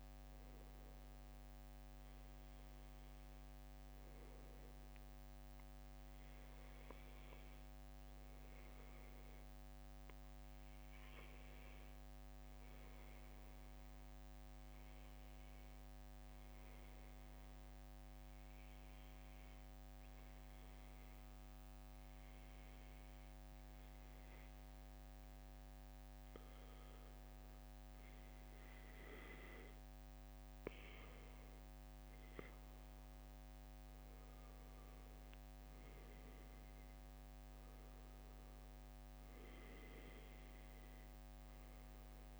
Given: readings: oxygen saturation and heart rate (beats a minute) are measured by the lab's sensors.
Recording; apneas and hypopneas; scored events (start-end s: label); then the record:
breathing in sleep, hard to hear, by a microphone on the trachea; none
none scored
From the record:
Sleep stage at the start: N2 (light sleep); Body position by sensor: on the back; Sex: male